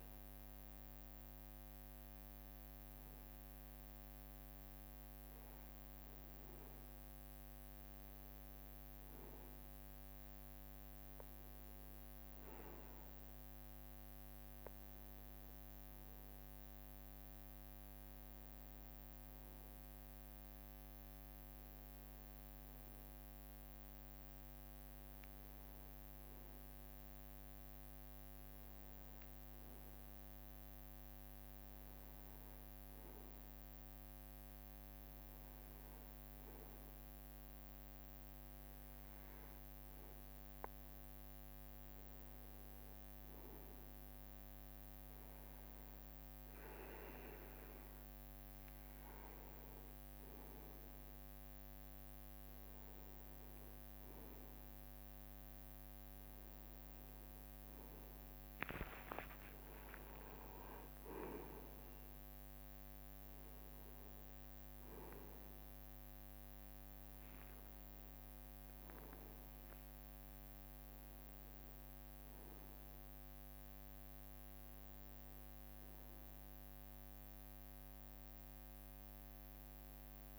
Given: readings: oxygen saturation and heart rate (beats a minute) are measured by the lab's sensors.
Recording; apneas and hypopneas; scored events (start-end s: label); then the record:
breathing in sleep, hard to hear, by a microphone on the trachea; none
50.00-51.50 s: leg movement (device-marked)
55.00-67.00 s: drop in pulse transit time (device-marked, heart rate 70 before, 71 extreme)
59.50-61.50 s: long interval between heartbeats (device-marked, heart rate 70 before, 79 extreme)
59.50-63.50 s: leg movement (device-marked)
60.00-66.00 s: arousal
From the record:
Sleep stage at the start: N1 (lightest sleep); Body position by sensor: on the right side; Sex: male